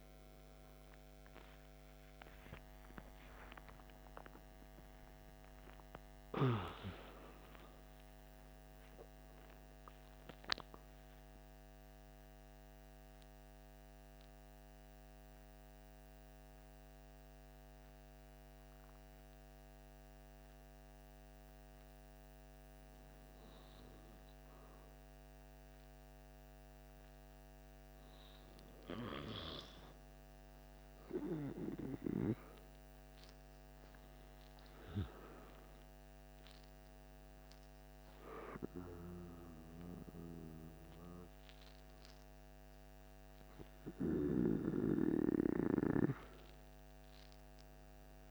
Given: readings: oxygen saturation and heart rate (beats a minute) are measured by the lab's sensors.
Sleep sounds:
breathing in sleep by a microphone on the trachea; 1
0.00-6.00 s: arousal
12.00-23.50 s: central apnea (oxygen 97% before, 95% lowest, heart rate 72 before, 46 extreme, up 0 after)
25.00-48.31 s: new sleep stage, N2 (light sleep)
33.00-37.00 s: arousal
38.00-48.31 s: oxygen desaturation (device-marked, oxygen 98% before, 95% lowest, heart rate 48 before, 45 extreme)
From the record:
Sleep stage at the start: N1 (lightest sleep); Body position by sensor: on the back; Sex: male

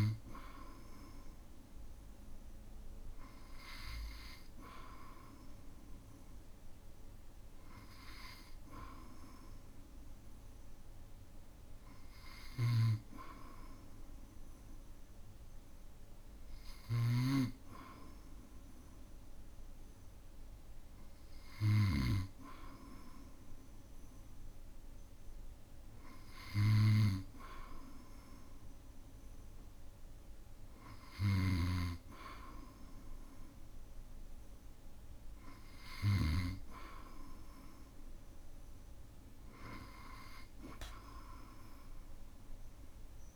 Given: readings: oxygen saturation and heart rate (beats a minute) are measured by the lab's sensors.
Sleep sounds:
breathing in sleep by a room microphone; none
12.50-22.00 s: snoring (device-marked)
31.50-36.50 s: snoring (device-marked)
From the record:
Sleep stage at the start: N2 (light sleep); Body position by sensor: on the back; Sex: male

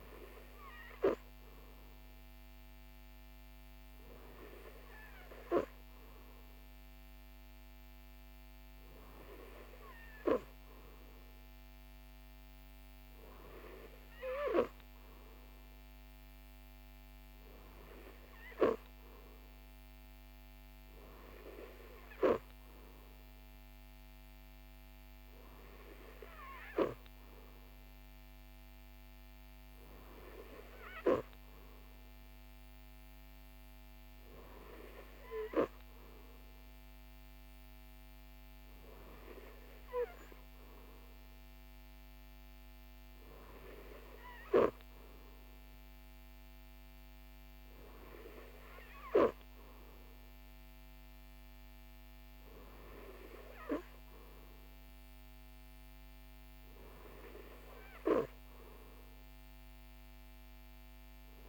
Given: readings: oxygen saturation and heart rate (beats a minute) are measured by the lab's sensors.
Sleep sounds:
breathing in sleep by a microphone on the trachea; none
none scored
From the record:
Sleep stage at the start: N3 (deep sleep); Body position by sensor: on the right side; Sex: male

